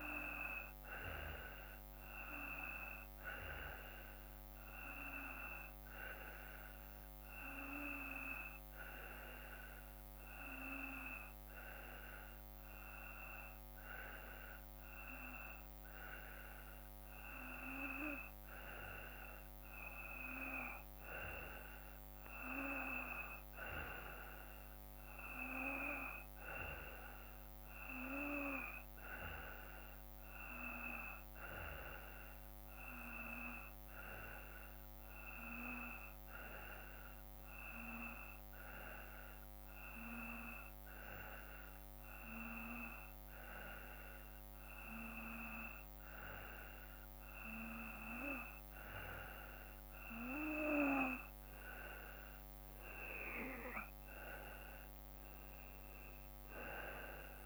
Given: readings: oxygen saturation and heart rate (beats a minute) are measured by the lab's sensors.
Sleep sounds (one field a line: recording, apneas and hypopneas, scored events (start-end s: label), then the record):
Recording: breathing in sleep by a microphone on the trachea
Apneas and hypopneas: 1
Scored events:
37.00-48.50 s: hypopnea (oxygen 94% before, 91% lowest, heart rate 55 before, 54 extreme, up 3 after)
52.00-55.00 s: arousal
From the record:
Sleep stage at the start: N2 (light sleep)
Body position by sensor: on the back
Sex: male